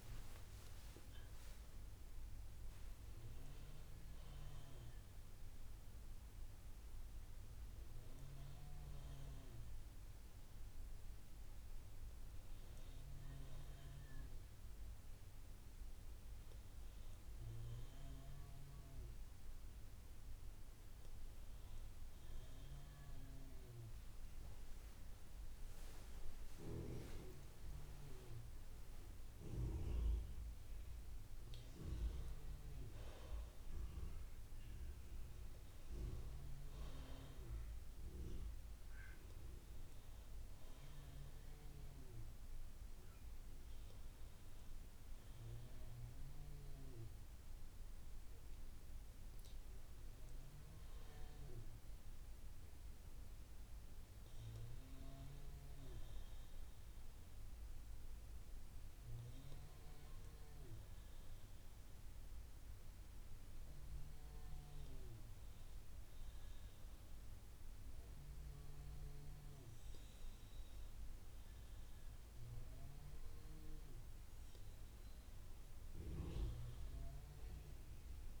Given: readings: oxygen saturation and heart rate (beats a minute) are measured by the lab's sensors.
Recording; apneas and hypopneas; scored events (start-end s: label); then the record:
breathing in sleep by a room microphone; 1
12.00-16.50 s: arousal
21.50-31.50 s: obstructive apnea (oxygen 94% before, 89% lowest, heart rate 65 before, 62 extreme, up 4 after)
33.50-37.50 s: arousal
40.50-48.50 s: oxygen desaturation (device-marked, oxygen 93% before, 89% lowest, heart rate 64 before, 62 extreme)
From the record:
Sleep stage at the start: N2 (light sleep); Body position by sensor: on the right side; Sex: female